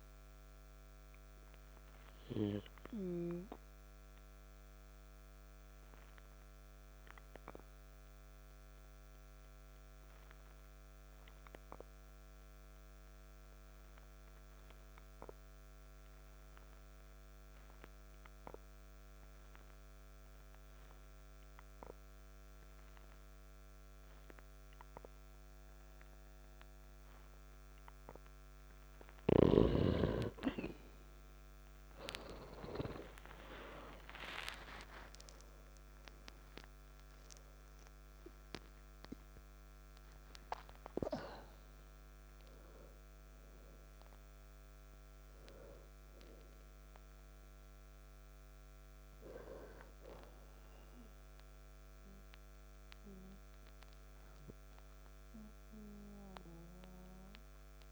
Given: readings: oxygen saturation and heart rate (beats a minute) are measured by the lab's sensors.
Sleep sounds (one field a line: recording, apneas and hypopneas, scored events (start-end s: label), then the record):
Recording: breathing in sleep by a microphone on the trachea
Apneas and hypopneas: 1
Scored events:
2.50-18.50 s: oxygen desaturation (device-marked, oxygen 93% before, 89% lowest, heart rate 60 before, 47 extreme)
4.50-28.50 s: obstructive apnea (oxygen 96% before, 89% lowest, heart rate 59 before, 47 extreme, up 5 after)
31.00-35.00 s: arousal
33.50-47.50 s: oxygen desaturation (device-marked, oxygen 98% before, 94% lowest, heart rate 51 before, 54 extreme)
54.50-57.92 s: oxygen desaturation (device-marked, oxygen 98% before, 90% lowest, heart rate 58 before, 50 extreme)
From the record:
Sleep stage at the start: N2 (light sleep)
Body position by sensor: on the back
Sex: male